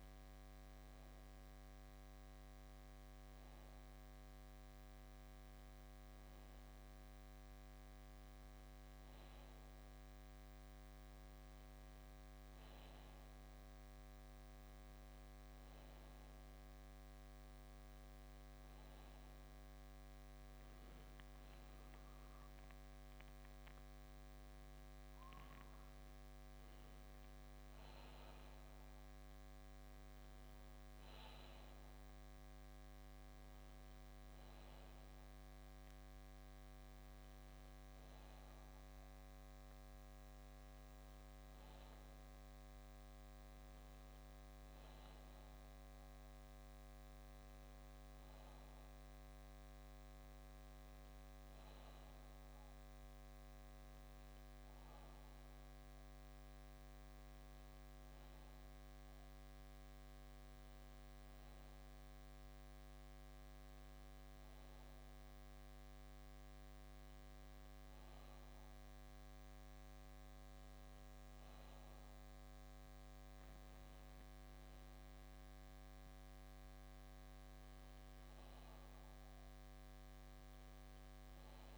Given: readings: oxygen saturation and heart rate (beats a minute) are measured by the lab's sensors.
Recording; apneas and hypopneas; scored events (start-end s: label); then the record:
breathing in sleep, hard to hear, by a microphone on the trachea; none
none scored
From the record:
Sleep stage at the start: N2 (light sleep); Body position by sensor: on the back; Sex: male